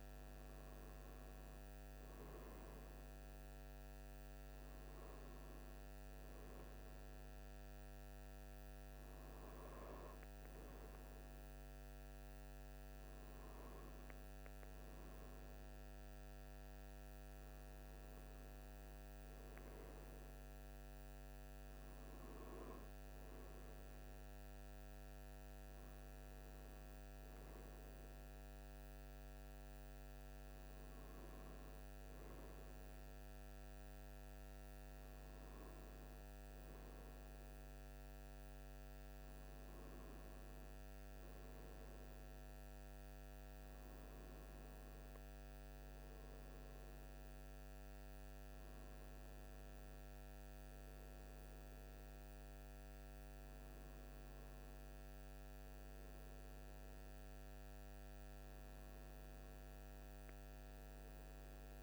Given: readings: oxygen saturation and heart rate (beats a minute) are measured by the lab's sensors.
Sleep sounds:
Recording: a person awake in a sleep study, hard to hear, by a microphone on the trachea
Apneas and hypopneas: none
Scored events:
none scored
From the record:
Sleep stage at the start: awake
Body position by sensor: on the right side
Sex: male

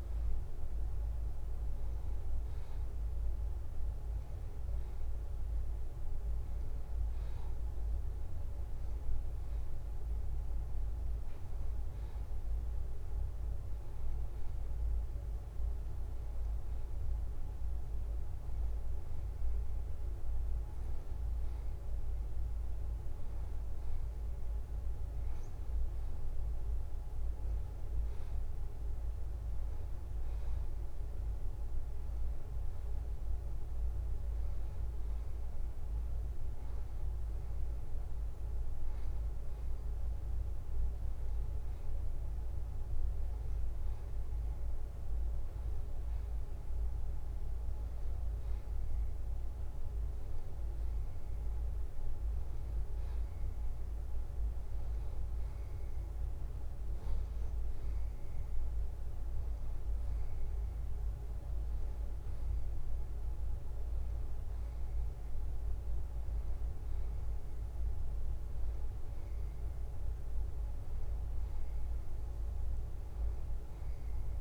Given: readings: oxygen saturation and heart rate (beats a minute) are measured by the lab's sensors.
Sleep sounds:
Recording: breathing in sleep, hard to hear, by a room microphone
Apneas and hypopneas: none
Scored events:
none scored
From the record:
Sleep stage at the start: N2 (light sleep)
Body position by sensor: on the back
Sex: male

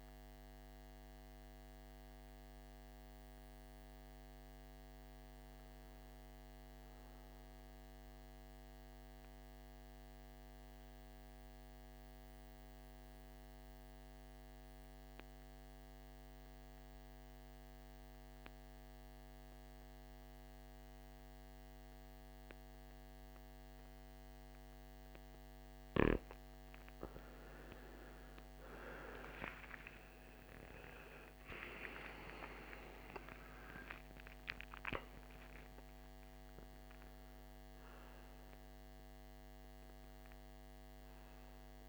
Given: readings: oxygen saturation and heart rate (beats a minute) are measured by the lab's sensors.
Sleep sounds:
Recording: breathing in sleep by a microphone on the trachea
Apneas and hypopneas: 1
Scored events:
14.00-26.50 s: mixed apnea (oxygen 98% before, 88% lowest, heart rate 56 before, 56 extreme, up 19 after)
17.00-41.89 s: oxygen desaturation (device-marked, oxygen 97% before, 88% lowest, heart rate 55 before, 53 extreme)
29.00-35.00 s: arousal
From the record:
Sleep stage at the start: N2 (light sleep)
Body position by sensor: on the right side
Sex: male

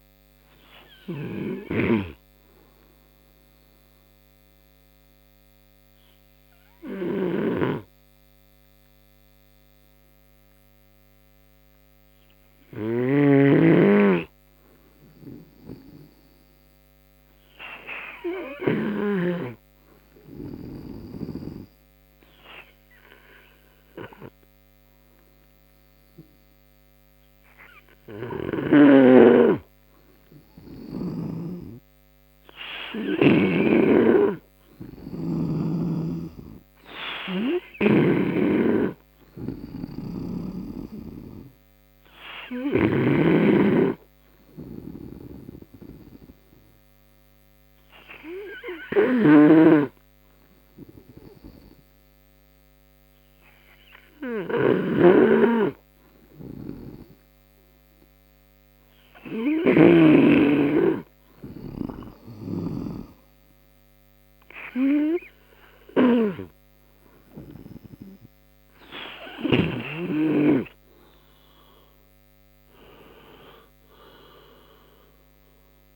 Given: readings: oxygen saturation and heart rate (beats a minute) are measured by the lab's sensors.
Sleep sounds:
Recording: breathing in sleep by a microphone on the trachea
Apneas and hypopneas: 2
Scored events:
0.00-22.50 s: oxygen desaturation (device-marked, oxygen 88% lowest, heart rate 55 extreme)
2.00-31.50 s: obstructive apnea (oxygen 96% before, 88% lowest, heart rate 76 before, 58 extreme, up 15 after)
29.50-55.50 s: oxygen desaturation (device-marked, oxygen 99% before, 89% lowest, heart rate 63 before, 65 extreme)
33.00-36.00 s: arousal
41.00-67.50 s: obstructive apnea (oxygen 99% before, 89% lowest, heart rate 73 before, 60 extreme, up 21 after)
61.50-75.96 s: oxygen desaturation (device-marked, oxygen 95% before, 90% lowest, heart rate 69 before, 60 extreme)
70.50-72.50 s: arousal
From the record:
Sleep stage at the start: N2 (light sleep)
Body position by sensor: on the right side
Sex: male

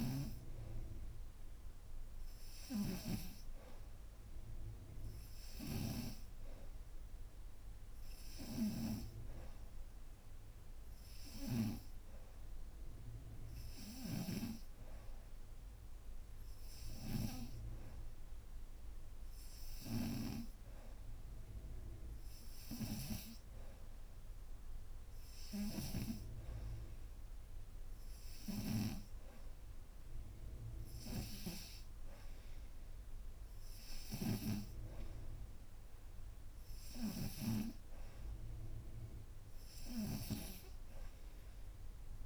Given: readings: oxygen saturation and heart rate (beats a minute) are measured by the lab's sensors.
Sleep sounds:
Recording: breathing in sleep by a room microphone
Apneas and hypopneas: none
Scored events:
none scored
From the record:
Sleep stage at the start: N2 (light sleep)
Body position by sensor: upright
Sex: female

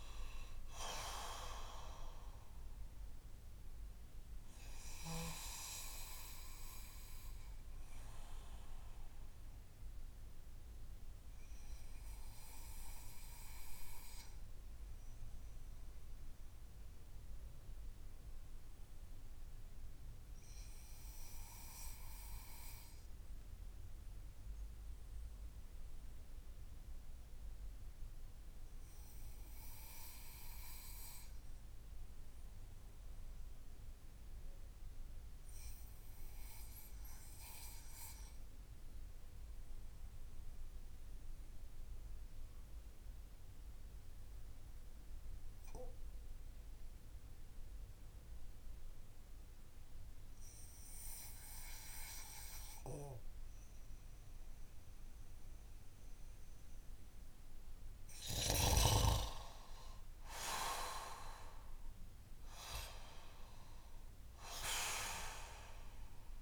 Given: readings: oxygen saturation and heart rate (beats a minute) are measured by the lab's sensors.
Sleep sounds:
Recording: breathing in sleep by a room microphone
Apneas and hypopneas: 1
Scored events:
0.00-3.00 s: arousal
7.50-58.00 s: obstructive apnea (oxygen 98% before, 88% lowest)
47.00-66.42 s: oxygen desaturation (device-marked, oxygen 95% before, 90% lowest)
59.00-63.50 s: arousal
From the record:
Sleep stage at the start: N2 (light sleep)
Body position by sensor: on the back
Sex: male

